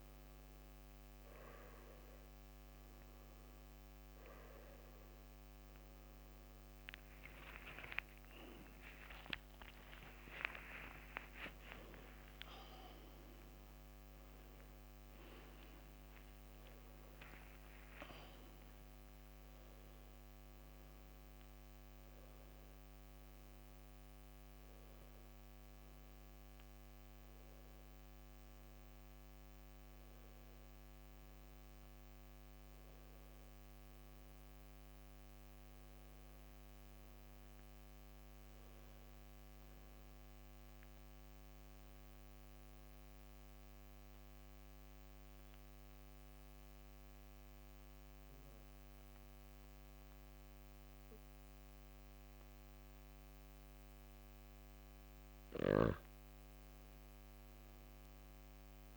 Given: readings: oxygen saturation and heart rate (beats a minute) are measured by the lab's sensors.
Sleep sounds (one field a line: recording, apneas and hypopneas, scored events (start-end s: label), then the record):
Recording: breathing in sleep by a microphone on the trachea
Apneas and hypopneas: 1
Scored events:
5.00-26.00 s: oxygen desaturation (device-marked, oxygen 96% before, 93% lowest)
10.50-17.00 s: arousal
14.00-58.97 s: new sleep stage, N1 (lightest sleep)
42.50-54.00 s: obstructive apnea (oxygen 97% before, 94% lowest)
57.00-58.97 s: arousal
From the record:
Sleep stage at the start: N2 (light sleep)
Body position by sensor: on the back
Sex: male